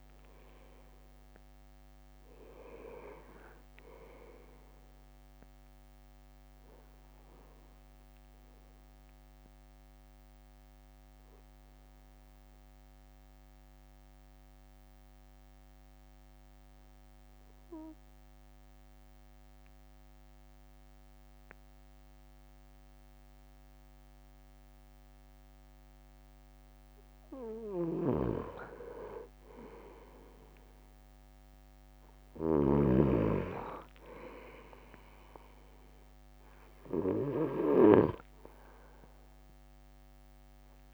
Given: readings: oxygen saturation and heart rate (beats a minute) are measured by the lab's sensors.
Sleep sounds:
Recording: breathing in sleep by a microphone on the trachea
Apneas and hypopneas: 1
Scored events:
7.00-25.50 s: obstructive apnea (oxygen 99% before, 96% lowest)
27.50-33.00 s: snoring (device-marked)
29.50-32.50 s: arousal
From the record:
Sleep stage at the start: N2 (light sleep)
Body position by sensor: on the right side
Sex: male

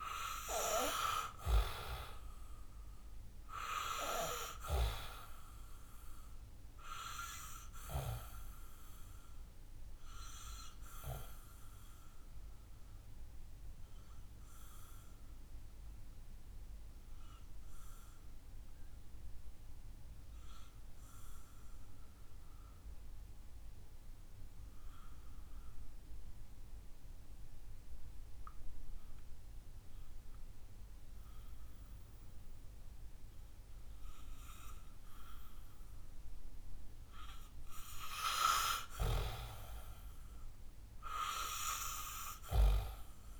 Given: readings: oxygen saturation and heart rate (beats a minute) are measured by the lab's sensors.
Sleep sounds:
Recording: breathing in sleep by a room microphone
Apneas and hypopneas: 1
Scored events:
0.00-1.50 s: arousal
9.50-37.50 s: obstructive apnea (oxygen 98% before, 91% lowest, heart rate 65 before, 57 extreme, up 4 after)
13.00-24.00 s: oxygen desaturation (device-marked, oxygen 94% before, 91% lowest, heart rate 65 before, 57 extreme)
39.50-43.40 s: arousal
From the record:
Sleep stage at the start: N2 (light sleep)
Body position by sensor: on the back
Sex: male

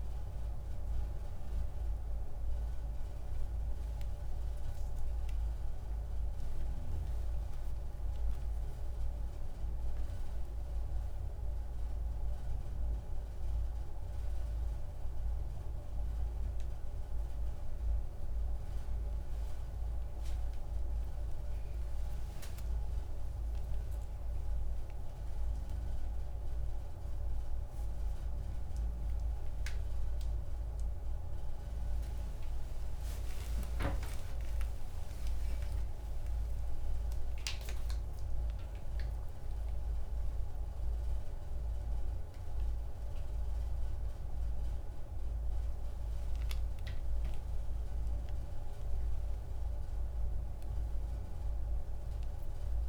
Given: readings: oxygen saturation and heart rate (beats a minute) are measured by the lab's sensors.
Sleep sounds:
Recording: a person awake in a sleep study, hard to hear, by a room microphone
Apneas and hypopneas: none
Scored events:
none scored
From the record:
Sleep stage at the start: awake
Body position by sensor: on the back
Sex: male

